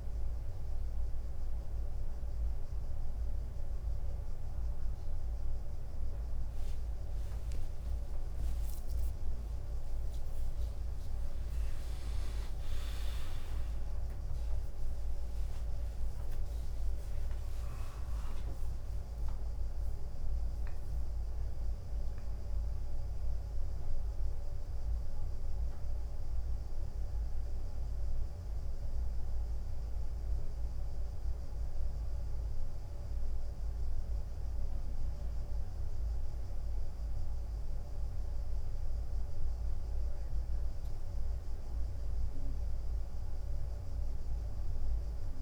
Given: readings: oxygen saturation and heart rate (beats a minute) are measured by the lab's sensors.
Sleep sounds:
a person partly awake in a sleep study, hard to hear, by a room microphone; 1
12.50-25.50 s: drop in pulse transit time (device-marked, heart rate 92 before, 94 extreme)
20.50-45.42 s: new sleep stage, N1 (lightest sleep)
22.00-32.50 s: obstructive apnea (oxygen 97% before, 94% lowest, heart rate 93 before, 89 extreme, up 2 after)
36.00-40.00 s: arousal
From the record:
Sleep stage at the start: awake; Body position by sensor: on the right side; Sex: male

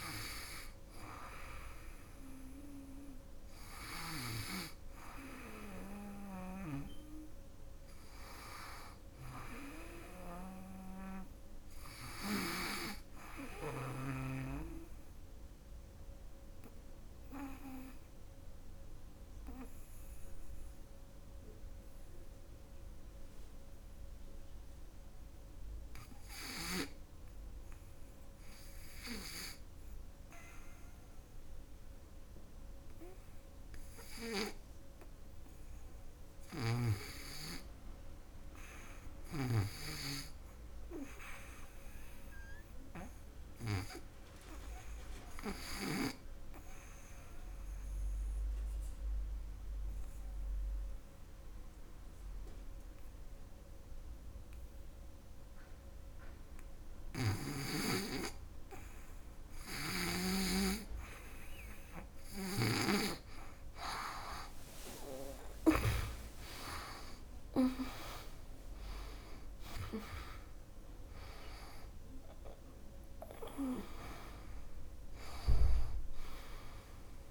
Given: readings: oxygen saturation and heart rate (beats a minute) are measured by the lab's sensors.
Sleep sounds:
breathing in sleep by a room microphone; 2
0.00-3.50 s: oxygen desaturation (device-marked, oxygen 93% lowest, heart rate 68 extreme)
5.50-77.31 s: new sleep stage, REM sleep
7.50-11.00 s: arousal
13.50-34.00 s: obstructive apnea (oxygen 99% before, 88% lowest, heart rate 85 before, 59 extreme, up 6 after)
35.50-39.50 s: snoring (device-marked)
36.00-39.50 s: arousal
45.50-57.00 s: obstructive apnea (oxygen 98% before, 88% lowest, heart rate 63 before, 66 extreme, up 7 after)
48.50-77.31 s: oxygen desaturation (device-marked, oxygen 98% before, 91% lowest, heart rate 63 before, 66 extreme)
63.00-68.50 s: arousal
From the record:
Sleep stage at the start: N2 (light sleep); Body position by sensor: on the back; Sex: female

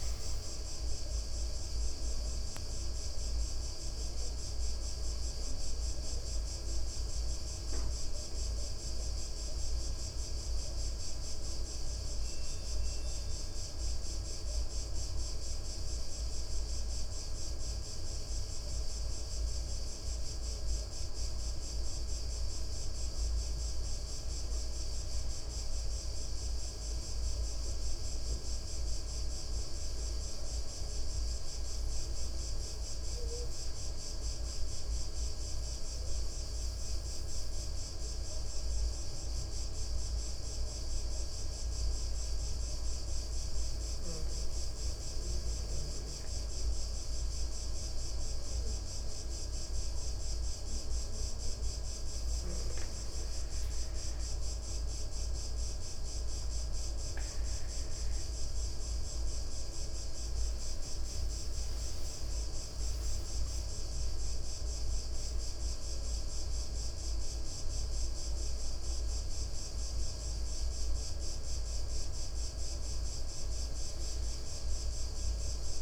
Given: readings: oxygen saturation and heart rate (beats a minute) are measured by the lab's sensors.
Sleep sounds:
a person partly awake in a sleep study, hard to hear, by a room microphone; 2
7.50-75.82 s: new sleep stage, N2 (light sleep)
9.50-20.00 s: central apnea (oxygen 96% before, 94% lowest)
22.50-26.00 s: arousal
27.50-30.50 s: tachycardia (device-marked, heart rate 63 before, 94 extreme)
29.50-39.50 s: oxygen desaturation (device-marked, oxygen 99% before, 95% lowest)
31.50-35.50 s: tachycardia (device-marked, heart rate 63 before, 117 extreme)
37.00-49.00 s: hypopnea (oxygen 99% before, 94% lowest)
51.00-55.50 s: arousal
63.50-75.82 s: tachycardia (device-marked, heart rate 63 before, 168 extreme)
From the record:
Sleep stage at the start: awake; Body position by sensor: on the back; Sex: male

